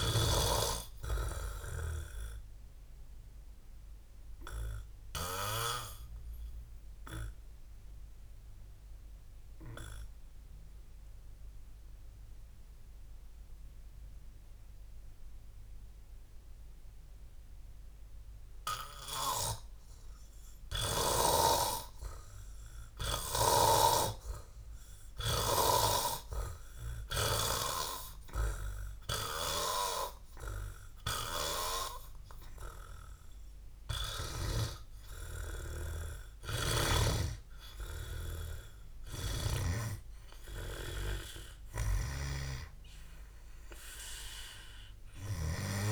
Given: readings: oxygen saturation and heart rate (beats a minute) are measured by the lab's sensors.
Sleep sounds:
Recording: breathing in sleep by a room microphone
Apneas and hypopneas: 1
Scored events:
3.50-32.50 s: obstructive apnea (oxygen 99% before, 86% lowest, heart rate 61 before, 59 extreme, up 19 after)
9.00-21.00 s: oxygen desaturation (device-marked, oxygen 99% before, 86% lowest, heart rate 61 before, 59 extreme)
30.00-45.92 s: oxygen desaturation (device-marked, oxygen 99% before, 88% lowest, heart rate 64 before, 58 extreme)
35.00-40.00 s: arousal
36.50-45.92 s: snoring (device-marked)
From the record:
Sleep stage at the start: N2 (light sleep)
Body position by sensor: on the back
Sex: male

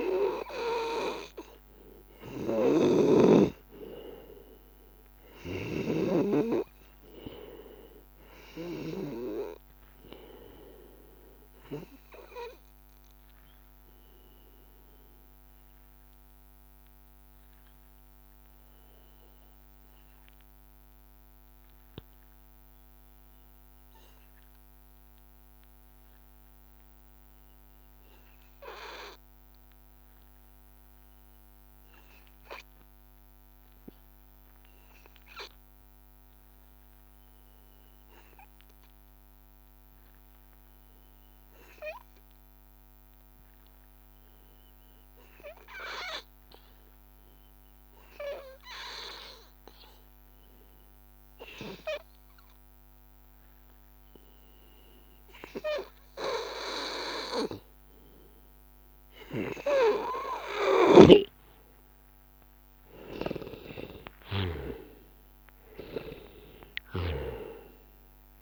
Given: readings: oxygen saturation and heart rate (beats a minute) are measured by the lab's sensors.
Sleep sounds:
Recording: breathing in sleep by a microphone on the trachea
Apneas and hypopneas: 1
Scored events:
0.00-27.50 s: oxygen desaturation (device-marked, oxygen 92% lowest, heart rate 74 extreme)
23.00-58.00 s: hypopnea (oxygen 96% before, 87% lowest, heart rate 84 before, 74 extreme, up 4 after)
41.50-68.42 s: oxygen desaturation (device-marked, oxygen 98% before, 87% lowest, heart rate 78 before, 85 extreme)
58.50-63.00 s: arousal
62.00-64.00 s: long interval between heartbeats (device-marked, heart rate 85 before, 87 extreme)
From the record:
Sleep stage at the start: N2 (light sleep)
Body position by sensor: on the back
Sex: male

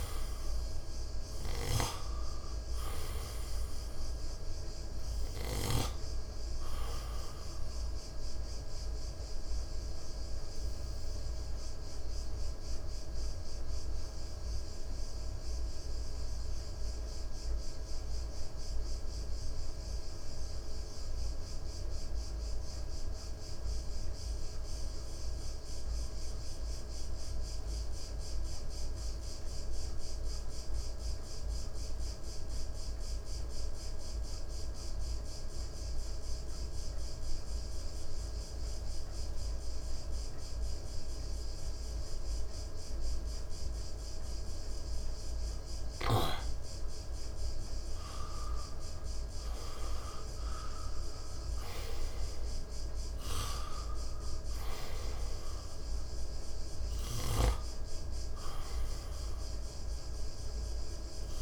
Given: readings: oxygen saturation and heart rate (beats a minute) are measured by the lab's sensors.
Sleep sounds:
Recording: breathing in sleep by a room microphone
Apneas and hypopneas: 1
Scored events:
0.00-2.00 s: arousal
0.00-24.00 s: oxygen desaturation (device-marked, oxygen 89% lowest, heart rate 56 extreme)
9.00-48.50 s: mixed apnea (oxygen 97% before, 88% lowest, heart rate 61 before, 48 extreme, up 7 after)
50.00-54.00 s: arousal
51.00-61.42 s: oxygen desaturation (device-marked, oxygen 95% before, 88% lowest, heart rate 59 before, 46 extreme)
From the record:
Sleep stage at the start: N2 (light sleep)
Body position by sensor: on the right side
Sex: male

